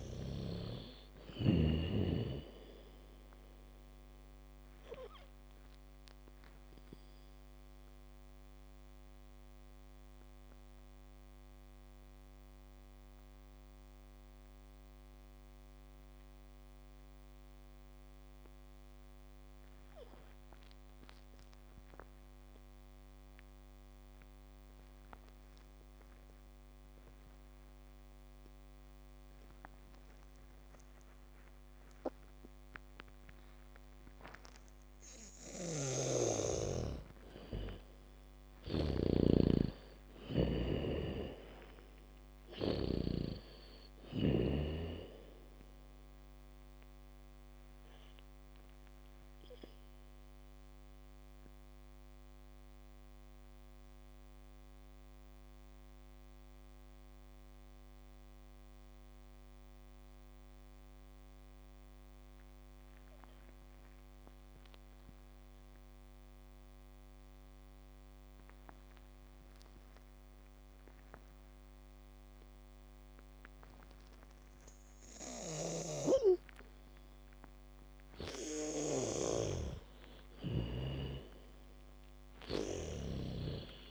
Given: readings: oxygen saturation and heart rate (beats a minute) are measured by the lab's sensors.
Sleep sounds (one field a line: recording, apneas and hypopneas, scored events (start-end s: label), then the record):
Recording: breathing in sleep by a microphone on the trachea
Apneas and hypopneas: 2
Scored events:
0.00-1.50 s: arousal
0.00-2.00 s: snoring (device-marked)
0.00-4.50 s: bradycardia (device-marked, heart rate 34 extreme)
0.00-20.50 s: oxygen desaturation (device-marked, oxygen 79% lowest, heart rate 34 extreme)
7.00-36.50 s: mixed apnea (oxygen 99% before, 79% lowest, heart rate 51 before, 34 extreme, up 2 after)
27.50-64.50 s: oxygen desaturation (device-marked, oxygen 98% before, 79% lowest, heart rate 76 before, 28 extreme)
29.50-43.50 s: bradycardia (device-marked, heart rate 63 before, 34 extreme)
36.00-43.50 s: snoring (device-marked)
38.00-43.00 s: arousal
49.00-77.50 s: mixed apnea (oxygen 98% before, 79% lowest, heart rate 56 before, 28 extreme)
70.50-83.91 s: bradycardia (device-marked, heart rate 64 before, 28 extreme)
74.50-83.91 s: oxygen desaturation (device-marked, oxygen 99% before, 81% lowest, heart rate 72 before, 28 extreme)
75.50-83.50 s: snoring (device-marked)
79.50-83.91 s: arousal
From the record:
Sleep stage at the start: N2 (light sleep)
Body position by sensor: on the back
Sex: female